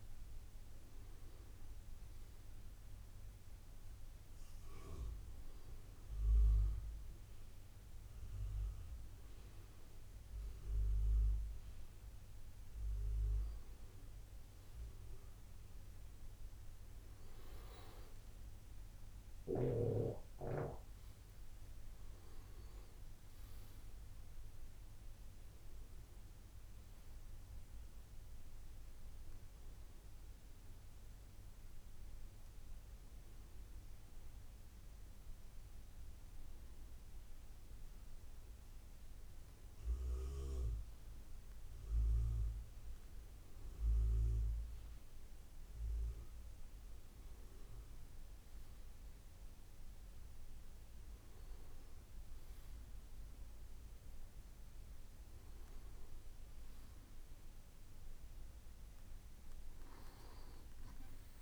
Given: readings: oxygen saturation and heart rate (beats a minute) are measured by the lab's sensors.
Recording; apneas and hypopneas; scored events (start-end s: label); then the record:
breathing in sleep by a room microphone; none
none scored
From the record:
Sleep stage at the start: N2 (light sleep); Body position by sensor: on the right side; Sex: male